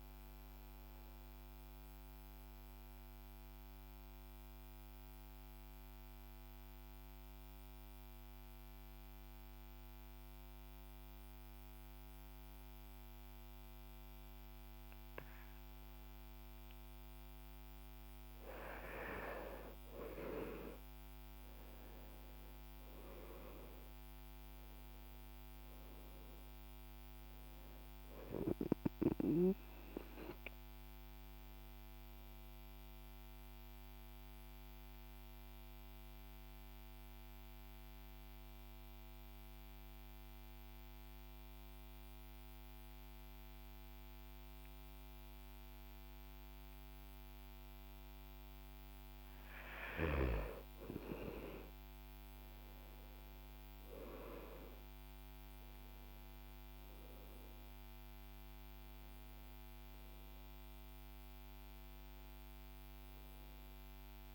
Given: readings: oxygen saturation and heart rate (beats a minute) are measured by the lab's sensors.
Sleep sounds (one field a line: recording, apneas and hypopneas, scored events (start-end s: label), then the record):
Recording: breathing in sleep by a microphone on the trachea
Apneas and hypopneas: 2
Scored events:
0.50-17.50 s: mixed apnea (oxygen 98% before, 92% lowest, heart rate 53 before, 47 extreme, up 18 after)
17.00-24.00 s: oxygen desaturation (device-marked, oxygen 96% before, 92% lowest, heart rate 49 before, 47 extreme)
22.50-27.00 s: arousal
33.50-48.50 s: central apnea (oxygen 97% before, 92% lowest, heart rate 56 before, 47 extreme, up 19 after)
48.00-57.00 s: oxygen desaturation (device-marked, oxygen 97% before, 92% lowest, heart rate 51 before, 51 extreme)
60.00-64.35 s: arousal
From the record:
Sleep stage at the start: N2 (light sleep)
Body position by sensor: on the back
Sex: male